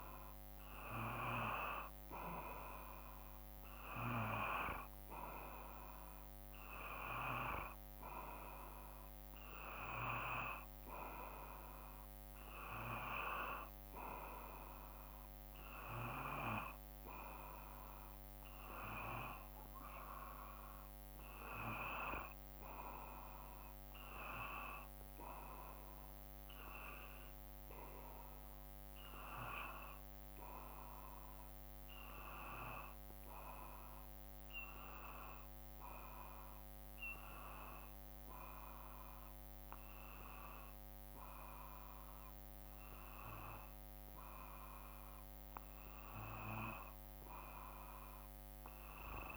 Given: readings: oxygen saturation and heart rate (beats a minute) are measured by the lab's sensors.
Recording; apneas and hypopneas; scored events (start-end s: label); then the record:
breathing in sleep by a microphone on the trachea; none
0.00-9.00 s: oxygen desaturation (device-marked, oxygen 91% lowest, heart rate 54 extreme)
From the record:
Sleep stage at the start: N2 (light sleep); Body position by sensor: on the back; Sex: male